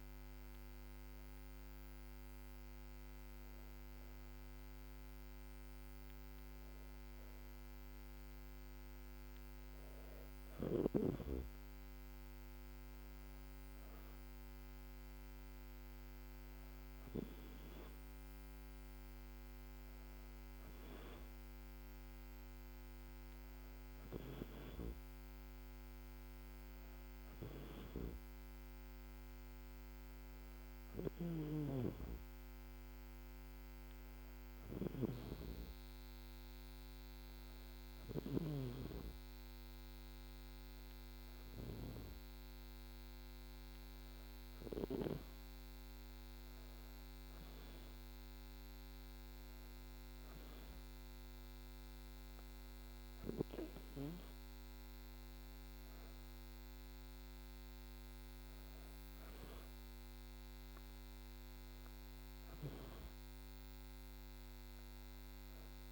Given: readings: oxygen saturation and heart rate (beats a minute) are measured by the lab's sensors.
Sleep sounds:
breathing in sleep by a microphone on the trachea; none
none scored
From the record:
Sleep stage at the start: N2 (light sleep); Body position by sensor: on the back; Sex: female

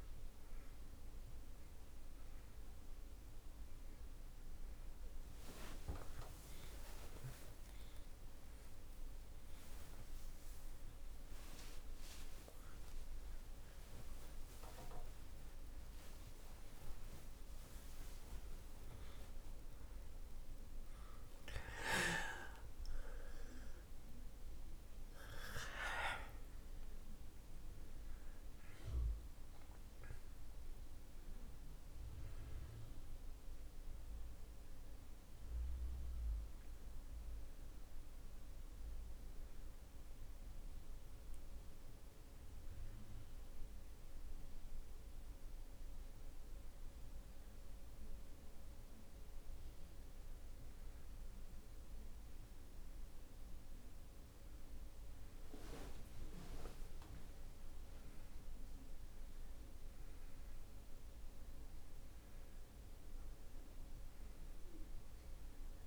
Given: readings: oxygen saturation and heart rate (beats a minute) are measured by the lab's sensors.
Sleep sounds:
breathing in sleep by a room microphone; none
6.50-12.50 s: arousal
6.50-12.50 s: snoring (device-marked)
23.00-28.50 s: arousal
62.00-65.87 s: oxygen desaturation (device-marked, oxygen 97% before, 92% lowest)
From the record:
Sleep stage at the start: N2 (light sleep); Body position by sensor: on the back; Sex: male

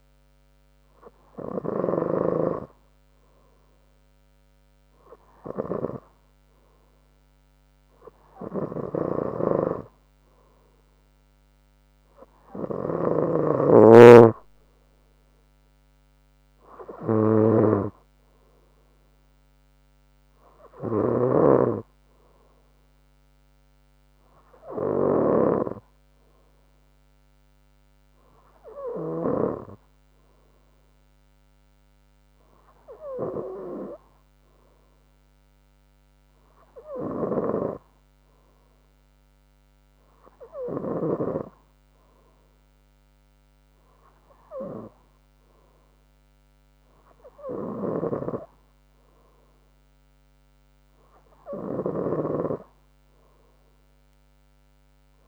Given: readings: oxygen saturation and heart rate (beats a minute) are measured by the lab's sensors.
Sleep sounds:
breathing in sleep by a microphone on the trachea; none
13.50-21.50 s: snoring (device-marked)
From the record:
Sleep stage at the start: N3 (deep sleep); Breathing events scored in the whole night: 144 in 7.3 hours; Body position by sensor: on the front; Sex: female

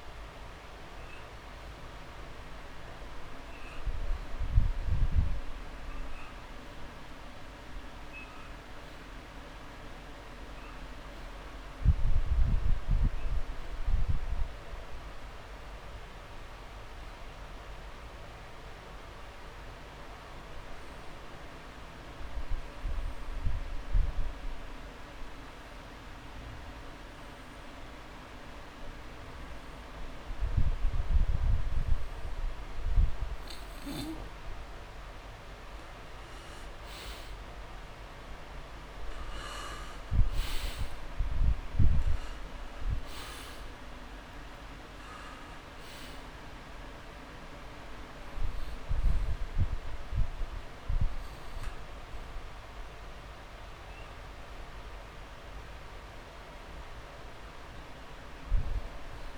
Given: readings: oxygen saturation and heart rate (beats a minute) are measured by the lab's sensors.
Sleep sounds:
breathing in sleep, hard to hear, by a room microphone; 1
0.00-4.50 s: oxygen desaturation (device-marked, oxygen 93% lowest)
10.50-12.50 s: long interval between heartbeats (device-marked)
13.00-16.00 s: arousal
18.00-35.50 s: obstructive apnea (oxygen 98% before, 86% lowest)
37.50-40.00 s: arousal
41.50-59.38 s: oxygen desaturation (device-marked, oxygen 97% before, 86% lowest)
From the record:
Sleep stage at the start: N2 (light sleep); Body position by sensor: on the back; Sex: male

